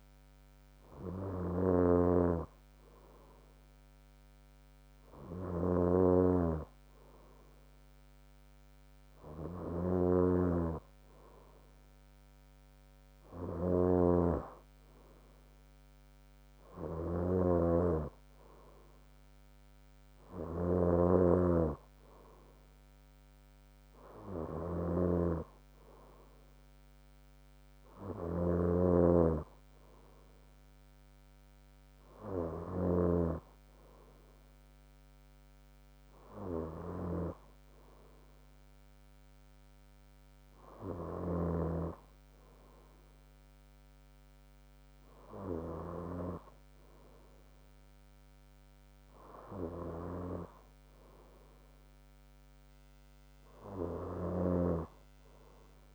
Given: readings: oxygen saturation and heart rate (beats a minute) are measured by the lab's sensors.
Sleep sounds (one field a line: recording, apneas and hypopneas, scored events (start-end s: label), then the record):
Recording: breathing in sleep by a microphone on the trachea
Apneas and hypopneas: none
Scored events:
2.00-33.50 s: snoring (device-marked)
36.50-38.50 s: bradycardia (device-marked, heart rate 63 before, 60 extreme)
54.50-55.95 s: snoring (device-marked)
From the record:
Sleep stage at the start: N2 (light sleep)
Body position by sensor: on the front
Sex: female